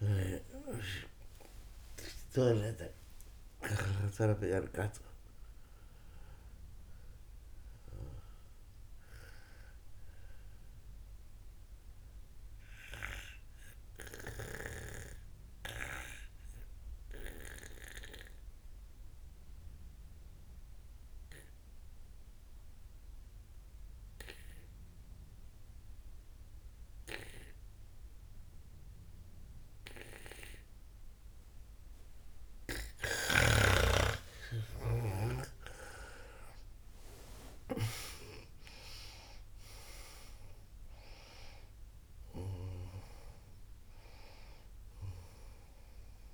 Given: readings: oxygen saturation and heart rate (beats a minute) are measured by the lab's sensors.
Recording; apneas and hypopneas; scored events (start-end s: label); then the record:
breathing in sleep by a room microphone; 1
1.00-14.00 s: oxygen desaturation (device-marked, oxygen 97% before, 90% lowest, heart rate 81 before, 59 extreme)
12.00-34.00 s: obstructive apnea (oxygen 97% before, 91% lowest, heart rate 79 before, 55 extreme, up 16 after)
34.00-46.34 s: oxygen desaturation (device-marked, oxygen 98% before, 91% lowest, heart rate 61 before, 55 extreme)
36.00-40.00 s: arousal
From the record:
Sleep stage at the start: N2 (light sleep); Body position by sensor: on the back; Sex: female